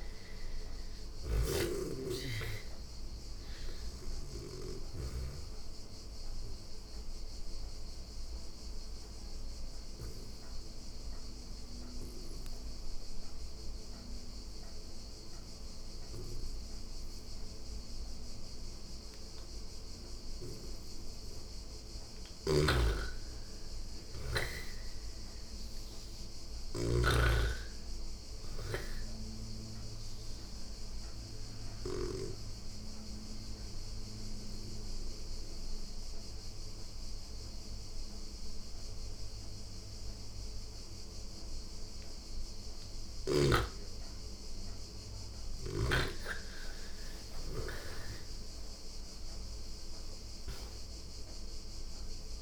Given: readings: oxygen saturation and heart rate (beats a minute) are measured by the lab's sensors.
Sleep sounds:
breathing in sleep by a room microphone; 2
0.00-4.50 s: snoring (device-marked)
5.00-18.00 s: oxygen desaturation (device-marked, oxygen 97% before, 88% lowest, heart rate 41 before, 27 extreme)
5.00-21.00 s: obstructive apnea (oxygen 97% before, 88% lowest, heart rate 41 before, 27 extreme, up 30 after)
21.50-31.50 s: snoring (device-marked)
22.50-25.00 s: arousal
25.00-45.00 s: oxygen desaturation (device-marked, oxygen 98% before, 88% lowest)
29.00-41.00 s: obstructive apnea (oxygen 98% before, 87% lowest)
44.50-49.50 s: arousal
51.00-52.42 s: oxygen desaturation (device-marked, oxygen 98% before, 90% lowest)
From the record:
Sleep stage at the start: N2 (light sleep); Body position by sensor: on the back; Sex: female

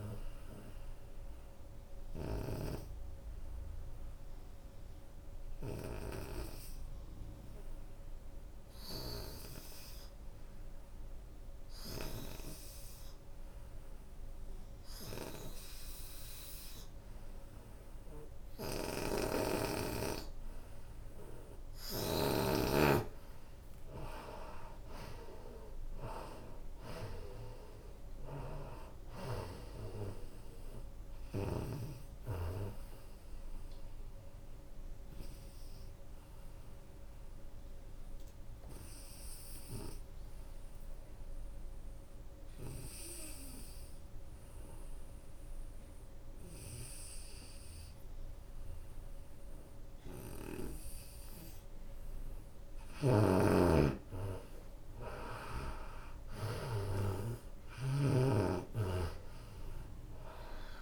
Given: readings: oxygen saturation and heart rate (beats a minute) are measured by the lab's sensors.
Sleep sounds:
breathing in sleep by a room microphone; 2
0.00-2.00 s: drop in pulse transit time (device-marked, heart rate 75 extreme)
0.00-12.00 s: oxygen desaturation (device-marked, oxygen 82% lowest, heart rate 49 extreme)
0.50-21.50 s: obstructive apnea (oxygen 90% before, 82% lowest, heart rate 76 before, 49 extreme, up 4 after)
7.50-8.50 s: leg movement (device-marked)
14.00-15.50 s: leg movement (device-marked)
14.00-42.00 s: oxygen desaturation (device-marked, oxygen 94% before, 85% lowest, heart rate 75 before, 49 extreme)
18.50-22.00 s: snoring (device-marked)
22.50-24.50 s: long interval between heartbeats (device-marked, heart rate 76 before, 73 extreme)
23.50-28.00 s: arousal
24.00-28.00 s: bradycardia (device-marked, heart rate 76 before, 49 extreme)
24.00-37.00 s: drop in pulse transit time (device-marked, heart rate 76 before, 49 extreme)
25.50-27.50 s: long interval between heartbeats (device-marked, heart rate 76 before, 67 extreme)
28.50-30.50 s: long interval between heartbeats (device-marked, heart rate 75 before, 49 extreme)
32.00-50.50 s: hypopnea (oxygen 94% before, 83% lowest, heart rate 71 before, 68 extreme, up 16 after)
45.50-51.50 s: leg movement (device-marked)
49.00-60.82 s: oxygen desaturation (device-marked, oxygen 94% before, 85% lowest, heart rate 68 before, 35 extreme)
52.50-57.50 s: arousal
52.50-57.50 s: snoring (device-marked)
53.00-60.82 s: drop in pulse transit time (device-marked, heart rate 72 before, 78 extreme)
54.00-55.00 s: leg movement (device-marked)
From the record:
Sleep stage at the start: N2 (light sleep); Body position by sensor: on the right side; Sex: female

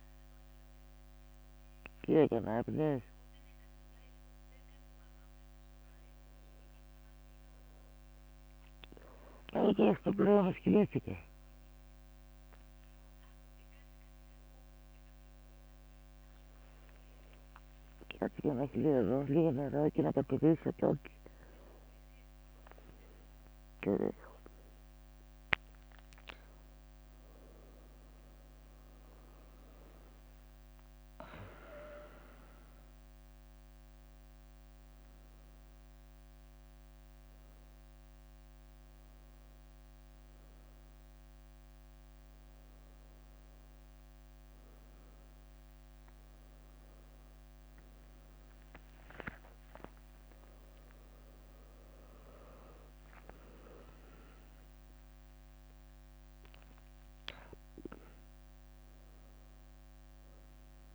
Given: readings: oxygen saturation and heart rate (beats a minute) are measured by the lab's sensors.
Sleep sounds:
a person awake in a sleep study, by a microphone on the trachea; none
8.00-14.50 s: leg movement (device-marked)
15.00-22.00 s: leg movement (device-marked)
22.50-27.00 s: leg movement (device-marked)
36.00-42.00 s: leg movement (device-marked)
42.50-46.50 s: leg movement (device-marked)
46.50-52.50 s: tachycardia (device-marked, heart rate 74 before, 122 extreme)
46.50-55.50 s: leg movement (device-marked)
50.00-52.00 s: long interval between heartbeats (device-marked, heart rate 76 before, 111 extreme)
52.00-54.00 s: long interval between heartbeats (device-marked, heart rate 79 before, 122 extreme)
From the record:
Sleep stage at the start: awake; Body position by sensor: on the back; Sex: female

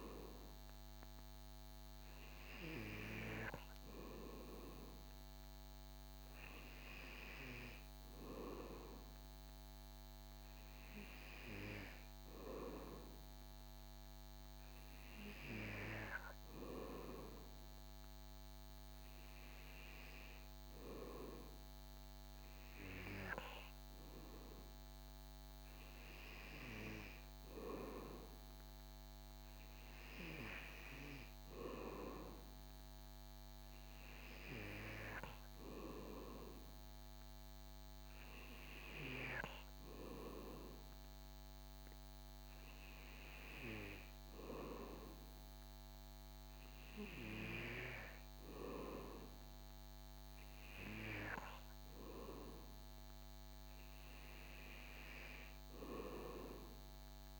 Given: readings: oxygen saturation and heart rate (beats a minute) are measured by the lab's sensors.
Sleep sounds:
breathing in sleep by a microphone on the trachea; none
none scored
From the record:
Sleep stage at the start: N2 (light sleep); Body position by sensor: on the back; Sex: male

